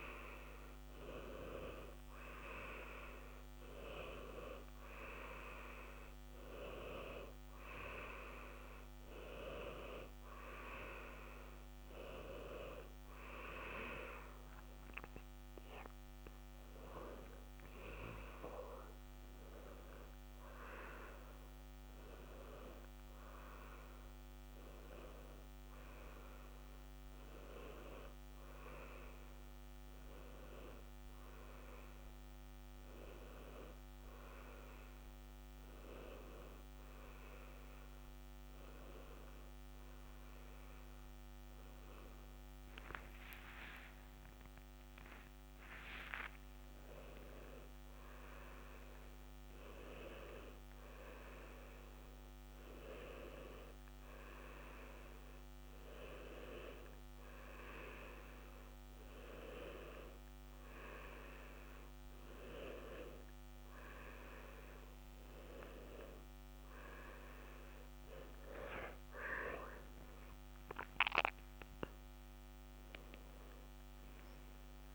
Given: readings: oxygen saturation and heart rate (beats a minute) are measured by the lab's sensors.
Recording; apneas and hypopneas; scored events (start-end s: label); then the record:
breathing in sleep by a microphone on the trachea; none
3.50-6.50 s: arousal
30.00-74.95 s: new sleep stage, N1 (lightest sleep)
43.00-46.50 s: arousal
70.50-74.95 s: arousal
From the record:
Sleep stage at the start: N2 (light sleep); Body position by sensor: on the left side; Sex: male